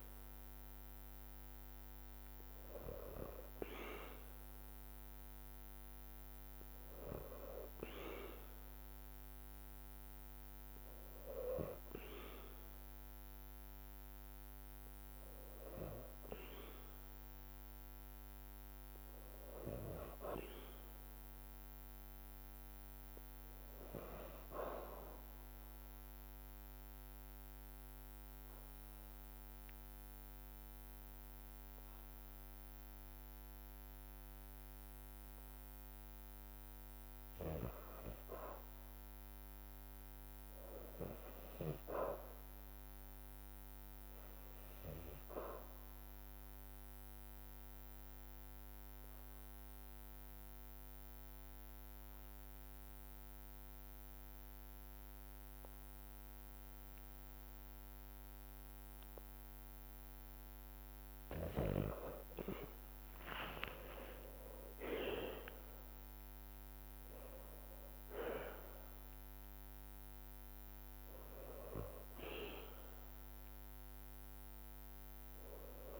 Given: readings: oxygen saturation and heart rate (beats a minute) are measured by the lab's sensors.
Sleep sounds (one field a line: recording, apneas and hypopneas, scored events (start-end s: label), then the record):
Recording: breathing in sleep by a microphone on the trachea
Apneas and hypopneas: 2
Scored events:
0.00-15.00 s: oxygen desaturation (device-marked, oxygen 77% lowest, heart rate 54 extreme)
18.00-22.00 s: arousal
26.00-36.00 s: obstructive apnea (oxygen 100% before, 85% lowest, heart rate 55 before, 54 extreme, up 0 after)
38.00-42.50 s: arousal
46.00-60.50 s: obstructive apnea (oxygen 100% before, 85% lowest, heart rate 55 before, 53 extreme, up 6 after)
50.00-56.00 s: drop in pulse transit time (device-marked, heart rate 55 before, 54 extreme)
50.00-63.00 s: oxygen desaturation (device-marked, oxygen 98% before, 93% lowest, heart rate 55 before, 53 extreme)
63.00-67.50 s: arousal
68.00-75.99 s: drop in pulse transit time (device-marked, heart rate 55 before, 54 extreme)
68.00-75.99 s: oxygen desaturation (device-marked, oxygen 95% before, 85% lowest, heart rate 55 before, 51 extreme)
From the record:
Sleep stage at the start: N2 (light sleep)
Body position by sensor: on the back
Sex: female